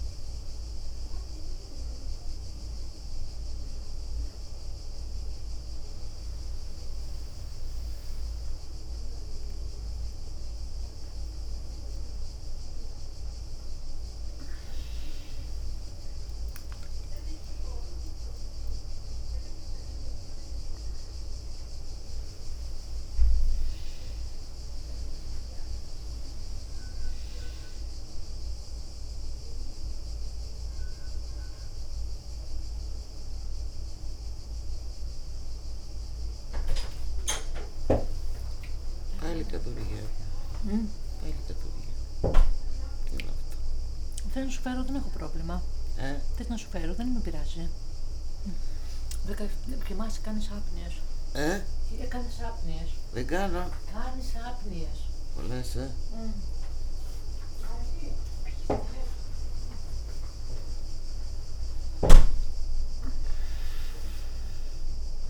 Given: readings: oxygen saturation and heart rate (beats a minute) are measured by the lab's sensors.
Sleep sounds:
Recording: a person awake in a sleep study, by a room microphone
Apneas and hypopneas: none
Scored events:
10.00-13.00 s: leg movement (device-marked)
15.00-20.50 s: leg movement (device-marked)
16.00-18.00 s: long interval between heartbeats (device-marked, heart rate 73 before, 81 extreme)
22.50-27.50 s: leg movement (device-marked)
28.00-38.50 s: leg movement (device-marked)
38.00-40.00 s: long interval between heartbeats (device-marked, heart rate 76 before, 80 extreme)
48.50-50.50 s: long interval between heartbeats (device-marked, heart rate 75 before, 90 extreme)
55.50-58.50 s: leg movement (device-marked)
60.00-61.50 s: leg movement (device-marked)
61.50-62.50 s: leg movement (device-marked)
From the record:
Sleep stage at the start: awake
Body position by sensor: on the back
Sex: female

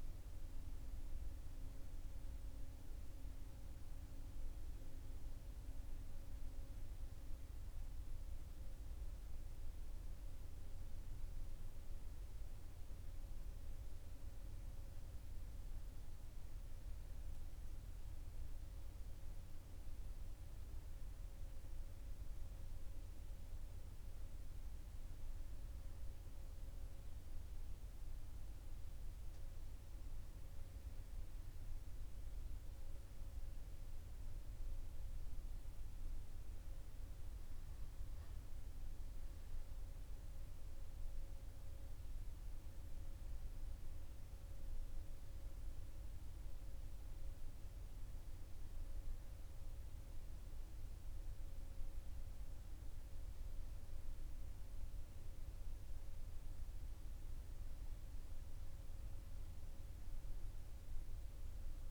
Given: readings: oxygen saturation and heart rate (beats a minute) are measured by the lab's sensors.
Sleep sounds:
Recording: breathing in sleep, hard to hear, by a room microphone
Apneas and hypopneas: none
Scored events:
none scored
From the record:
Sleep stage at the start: N1 (lightest sleep)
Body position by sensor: on the right side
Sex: male

